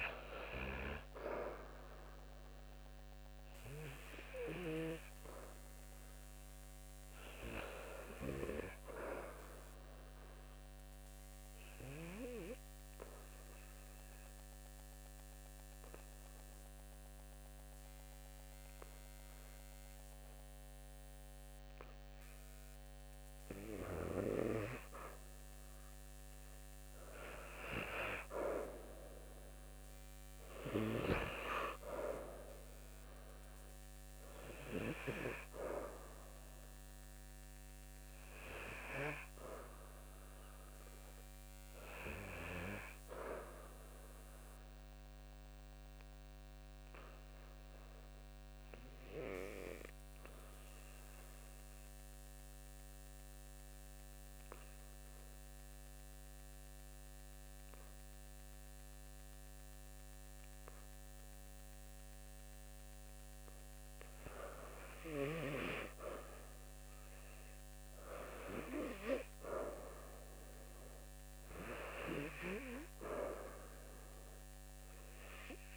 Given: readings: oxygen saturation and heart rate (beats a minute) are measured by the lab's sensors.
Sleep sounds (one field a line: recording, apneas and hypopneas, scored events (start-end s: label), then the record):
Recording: breathing in sleep by a microphone on the trachea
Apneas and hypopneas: 2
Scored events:
0.00-3.50 s: arousal
0.00-5.50 s: oxygen desaturation (device-marked, oxygen 92% lowest, heart rate 68 extreme)
10.00-22.00 s: obstructive apnea (oxygen 96% before, 91% lowest, heart rate 72 before, 68 extreme, up 4 after)
26.00-29.00 s: arousal
45.50-62.50 s: obstructive apnea (oxygen 95% before, 85% lowest, heart rate 73 before, 67 extreme, up 1 after)
65.00-68.50 s: arousal
From the record:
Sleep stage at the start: N2 (light sleep)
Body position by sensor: on the back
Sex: male